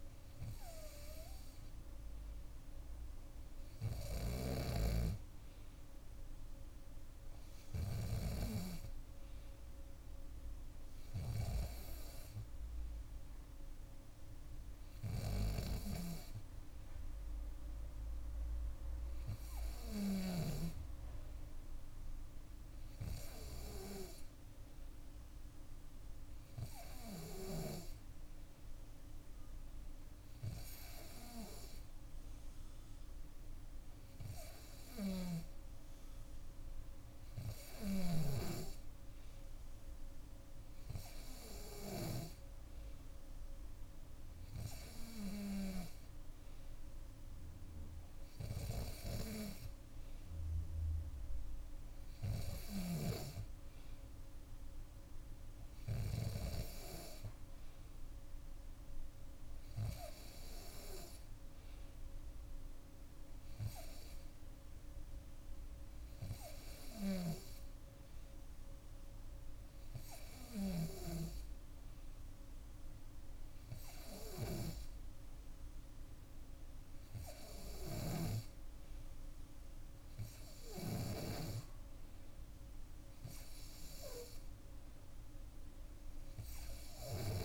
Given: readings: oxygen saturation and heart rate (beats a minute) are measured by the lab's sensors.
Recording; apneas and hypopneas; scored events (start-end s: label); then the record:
breathing in sleep by a room microphone; none
34.50-38.00 s: snoring (device-marked)
From the record:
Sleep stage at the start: N2 (light sleep); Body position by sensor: on the back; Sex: female